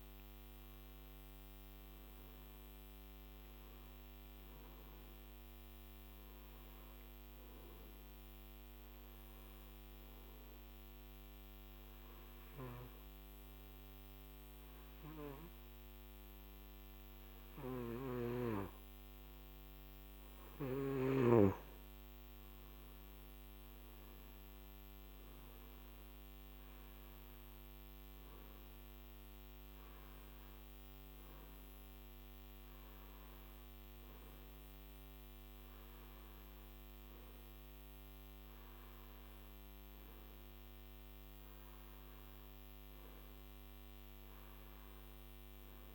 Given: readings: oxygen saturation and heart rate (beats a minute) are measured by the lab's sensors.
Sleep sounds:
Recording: breathing in sleep by a microphone on the trachea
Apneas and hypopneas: 1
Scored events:
0.00-6.00 s: oxygen desaturation (device-marked, oxygen 97% before, 93% lowest, heart rate 62 before, 54 extreme)
8.50-20.50 s: obstructive apnea (oxygen 97% before, 92% lowest, heart rate 66 before, 59 extreme, up 17 after)
18.00-21.50 s: snoring (device-marked)
24.00-29.00 s: arousal
24.00-45.94 s: new sleep stage, N1 (lightest sleep)
25.00-39.00 s: oxygen desaturation (device-marked, oxygen 97% before, 92% lowest, heart rate 61 before, 63 extreme)
From the record:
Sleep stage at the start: N2 (light sleep)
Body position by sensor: on the back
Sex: male

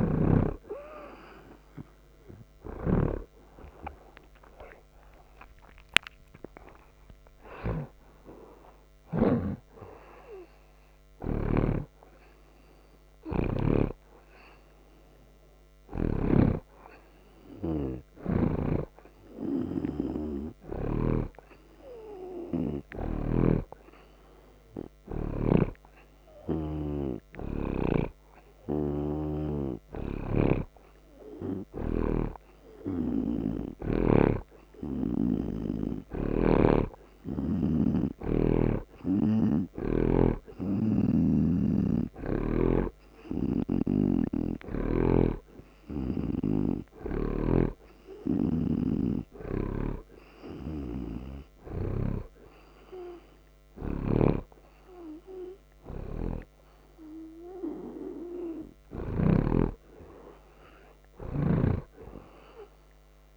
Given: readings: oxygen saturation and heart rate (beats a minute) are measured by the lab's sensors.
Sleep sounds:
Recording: breathing in sleep by a microphone on the trachea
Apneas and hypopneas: none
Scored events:
4.50-8.00 s: arousal
23.00-28.00 s: snoring (device-marked)
34.00-63.37 s: snoring (device-marked)
From the record:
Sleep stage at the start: N2 (light sleep)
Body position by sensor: on the right side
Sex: male

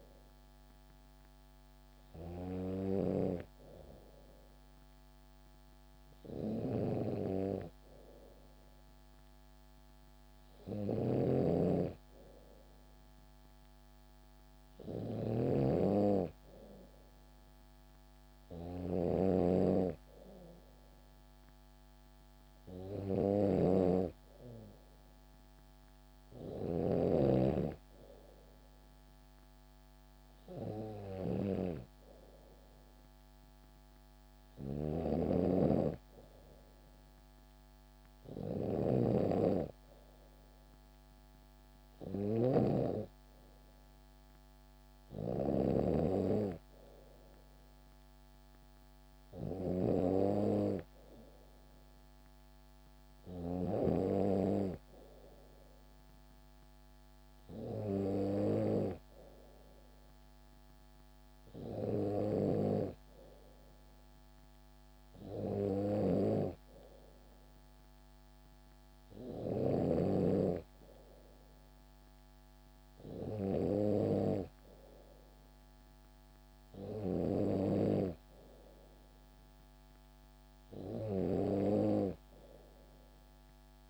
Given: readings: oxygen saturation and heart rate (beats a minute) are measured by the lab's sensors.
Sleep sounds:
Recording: breathing in sleep by a microphone on the trachea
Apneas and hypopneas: none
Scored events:
6.00-26.50 s: snoring (device-marked)
31.00-35.00 s: bradycardia (device-marked, heart rate 69 before, 57 extreme)
34.50-49.50 s: snoring (device-marked)
From the record:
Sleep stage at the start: N2 (light sleep)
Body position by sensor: on the back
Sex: female

